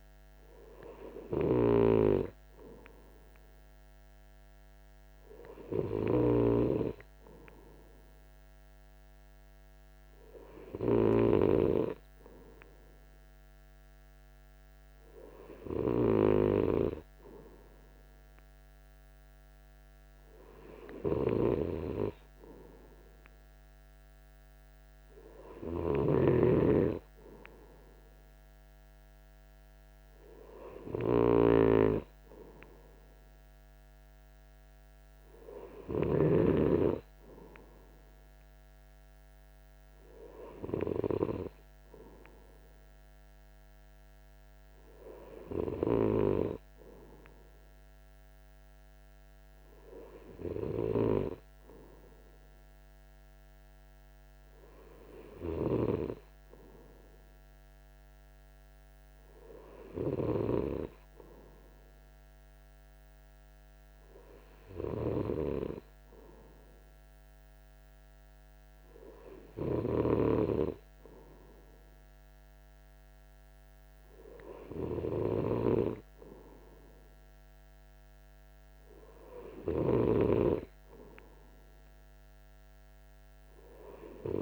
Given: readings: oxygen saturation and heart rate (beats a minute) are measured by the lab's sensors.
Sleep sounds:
breathing in sleep by a microphone on the trachea; none
none scored
From the record:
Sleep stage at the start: N2 (light sleep); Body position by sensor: on the right side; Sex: male

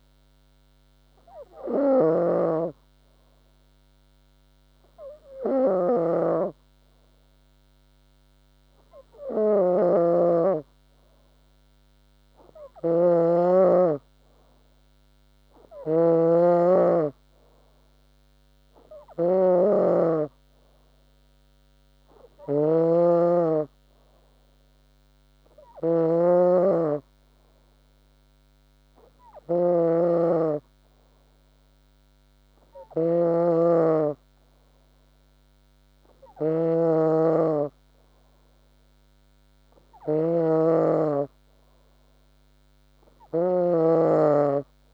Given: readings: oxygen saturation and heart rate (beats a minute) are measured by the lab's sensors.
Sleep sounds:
breathing in sleep by a microphone on the trachea; none
none scored
From the record:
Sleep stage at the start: N2 (light sleep); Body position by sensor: on the back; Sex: female

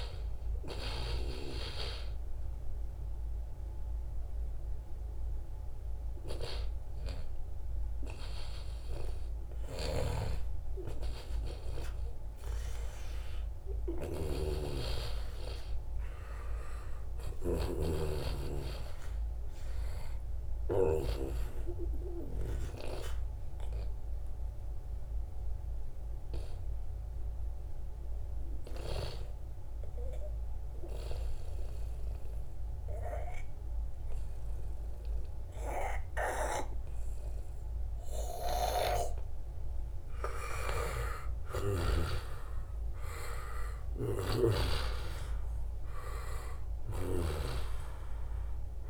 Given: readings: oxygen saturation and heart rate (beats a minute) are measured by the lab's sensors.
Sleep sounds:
breathing in sleep by a room microphone; 1
10.00-48.89 s: new sleep stage, N2 (light sleep)
14.00-17.50 s: snoring (device-marked)
25.50-39.00 s: obstructive apnea (oxygen 95% before, 88% lowest, heart rate 91 before, 82 extreme, up 2 after)
39.00-48.89 s: oxygen desaturation (device-marked, oxygen 95% before, 89% lowest, heart rate 89 before, 76 extreme)
40.00-45.00 s: arousal
46.50-48.89 s: snoring (device-marked)
From the record:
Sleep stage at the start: N1 (lightest sleep); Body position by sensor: on the back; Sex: male

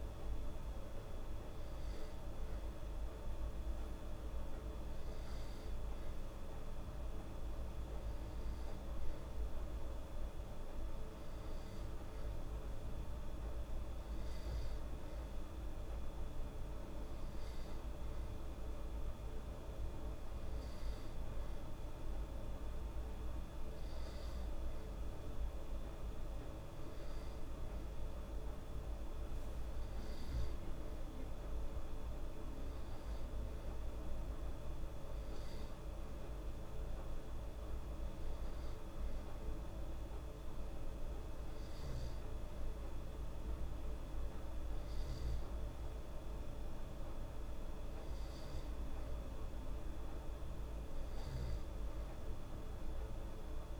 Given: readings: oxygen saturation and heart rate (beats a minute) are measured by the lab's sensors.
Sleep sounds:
breathing in sleep, hard to hear, by a room microphone; none
none scored
From the record:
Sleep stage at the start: N2 (light sleep); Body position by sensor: on the back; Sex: female

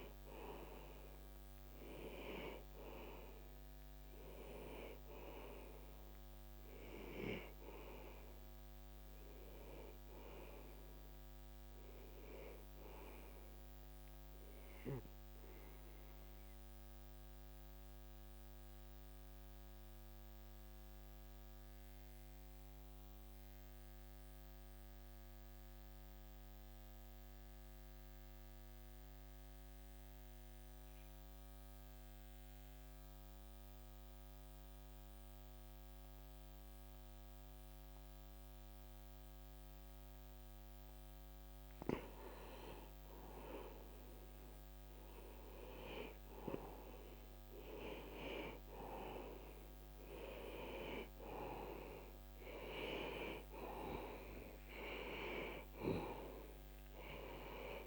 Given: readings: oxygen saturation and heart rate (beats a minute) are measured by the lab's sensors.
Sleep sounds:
breathing in sleep by a microphone on the trachea; 1
0.00-31.00 s: oxygen desaturation (device-marked, oxygen 88% lowest)
16.00-42.00 s: mixed apnea (oxygen 96% before, 87% lowest)
43.50-46.50 s: arousal
49.00-57.86 s: oxygen desaturation (device-marked, oxygen 97% before, 87% lowest, heart rate 49 before, 40 extreme)
From the record:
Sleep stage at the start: N2 (light sleep); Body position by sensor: on the back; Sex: male

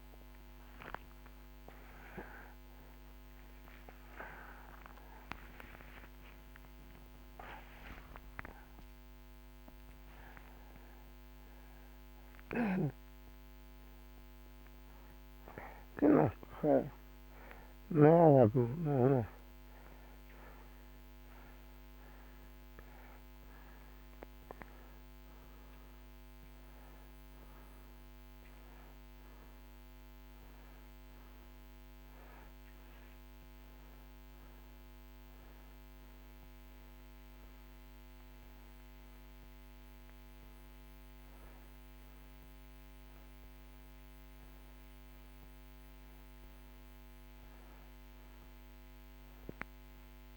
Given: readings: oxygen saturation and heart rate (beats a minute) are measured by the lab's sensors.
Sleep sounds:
a person awake in a sleep study, by a microphone on the trachea; none
none scored
From the record:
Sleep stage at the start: awake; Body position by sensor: on the right side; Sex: male

